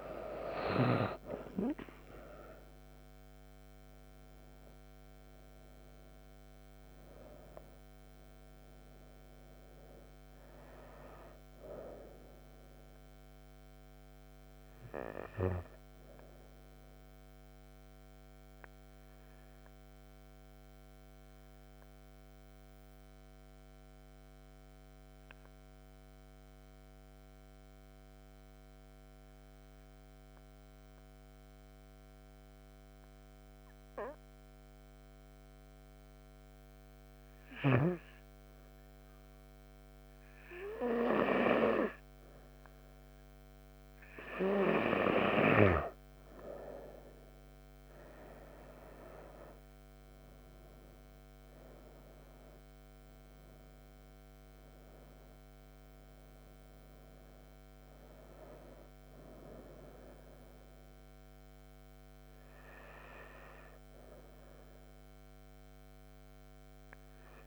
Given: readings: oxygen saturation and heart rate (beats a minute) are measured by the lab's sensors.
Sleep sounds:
breathing in sleep by a microphone on the trachea; 1
0.00-14.50 s: oxygen desaturation (device-marked, oxygen 92% lowest)
19.00-36.50 s: obstructive apnea (oxygen 95% before, 91% lowest)
38.00-41.50 s: arousal
42.50-67.47 s: oxygen desaturation (device-marked, oxygen 97% before, 91% lowest)
From the record:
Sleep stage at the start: N2 (light sleep); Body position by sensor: on the right side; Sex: female

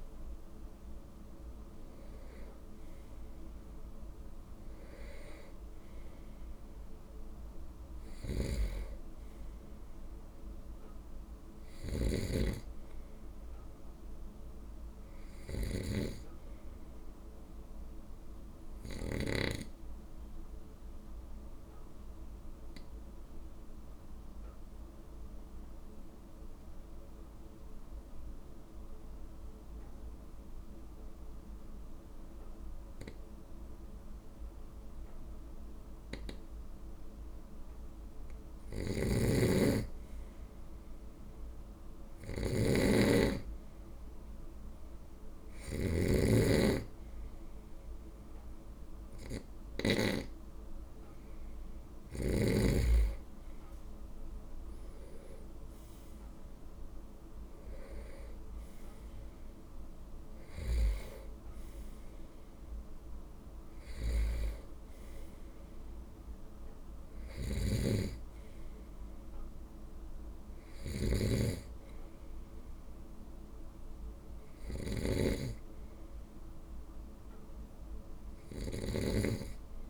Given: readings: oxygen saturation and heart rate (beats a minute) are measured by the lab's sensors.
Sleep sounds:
breathing in sleep by a room microphone; 1
7.50-19.00 s: snoring (device-marked)
12.50-16.50 s: arousal
20.00-37.00 s: obstructive apnea (oxygen 98% before, 95% lowest, heart rate 54 before, 51 extreme, up 1 after)
38.00-49.50 s: snoring (device-marked)
39.00-42.50 s: arousal
67.00-79.90 s: snoring (device-marked)
77.50-79.90 s: arousal
From the record:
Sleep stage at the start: N2 (light sleep); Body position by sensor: on the right side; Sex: male

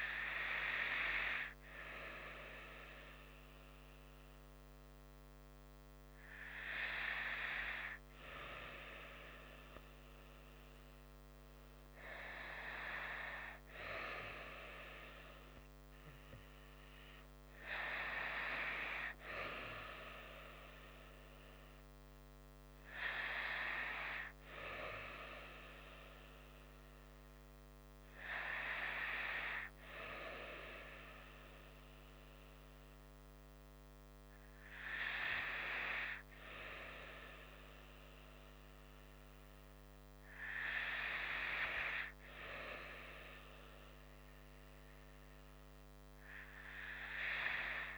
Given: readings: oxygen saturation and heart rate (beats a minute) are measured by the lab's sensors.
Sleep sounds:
breathing in sleep by a microphone on the trachea; none
39.00-47.98 s: new sleep stage, awake
From the record:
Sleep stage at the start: N2 (light sleep); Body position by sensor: on the right side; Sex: female

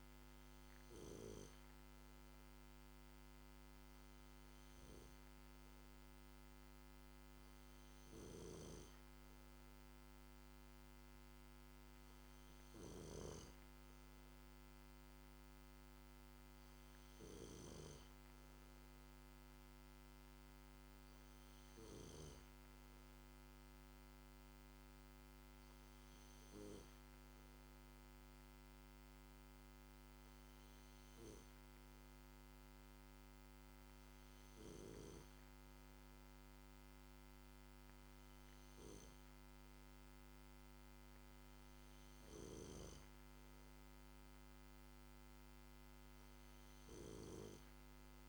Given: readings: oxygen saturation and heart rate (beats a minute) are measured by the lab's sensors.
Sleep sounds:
breathing in sleep by a microphone on the trachea; none
8.00-13.00 s: snoring (device-marked)
From the record:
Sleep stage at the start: N2 (light sleep); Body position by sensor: on the back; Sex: male

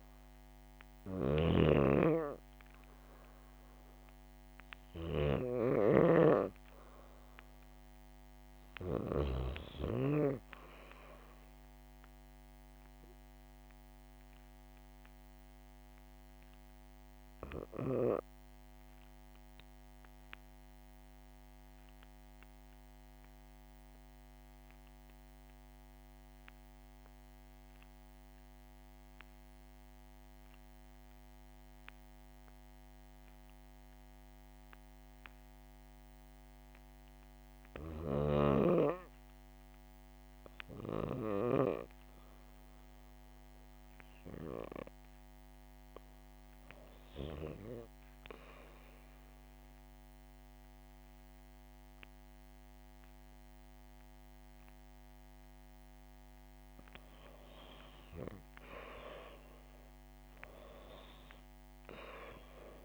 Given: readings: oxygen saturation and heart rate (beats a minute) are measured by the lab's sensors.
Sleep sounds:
breathing in sleep by a microphone on the trachea; 1
0.00-6.00 s: snoring (device-marked)
13.00-40.50 s: obstructive apnea (oxygen 99% before, 88% lowest, heart rate 66 before, 59 extreme, up 0 after)
43.50-47.50 s: arousal
47.50-62.85 s: oxygen desaturation (device-marked, oxygen 97% before, 88% lowest, heart rate 63 before, 62 extreme)
From the record:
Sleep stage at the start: REM sleep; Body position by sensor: on the back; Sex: female

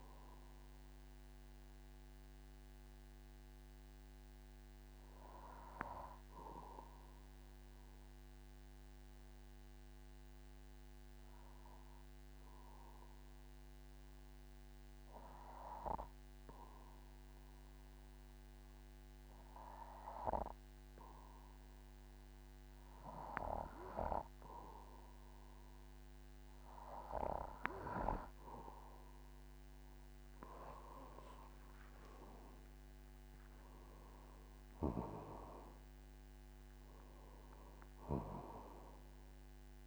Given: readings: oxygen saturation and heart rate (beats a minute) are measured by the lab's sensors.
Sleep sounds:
breathing in sleep by a microphone on the trachea; 1
0.00-12.50 s: oxygen desaturation (device-marked, oxygen 91% lowest, heart rate 47 extreme)
5.50-27.00 s: obstructive apnea (oxygen 95% before, 91% lowest, heart rate 55 before, 47 extreme, up 11 after)
29.50-39.87 s: oxygen desaturation (device-marked, oxygen 98% before, 91% lowest, heart rate 51 before, 47 extreme)
30.50-35.00 s: arousal
From the record:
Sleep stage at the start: N2 (light sleep); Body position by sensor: on the back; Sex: male

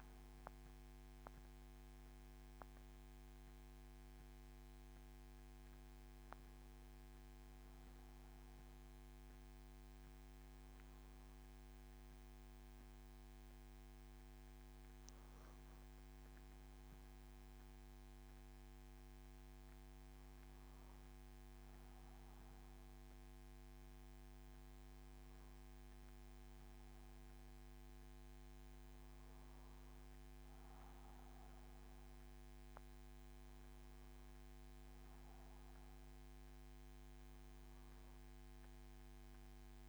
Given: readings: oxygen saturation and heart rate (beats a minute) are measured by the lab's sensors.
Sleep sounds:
a person awake in a sleep study, hard to hear, by a microphone on the trachea; none
none scored
From the record:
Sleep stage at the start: awake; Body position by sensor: on the back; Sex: male

